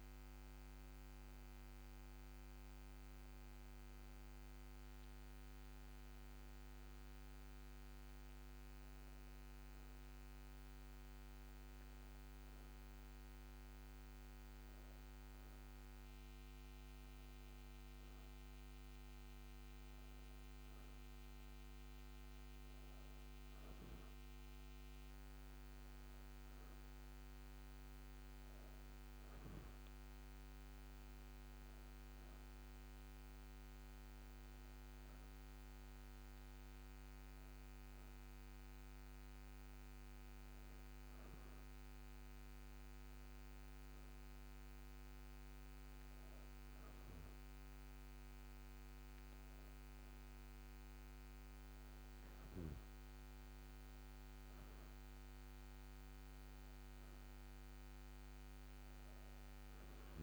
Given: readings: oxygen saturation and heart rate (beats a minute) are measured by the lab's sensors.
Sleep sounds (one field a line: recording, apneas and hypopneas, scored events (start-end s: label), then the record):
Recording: breathing in sleep, hard to hear, by a microphone on the trachea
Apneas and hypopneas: none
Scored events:
none scored
From the record:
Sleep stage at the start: N2 (light sleep)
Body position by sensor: on the back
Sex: female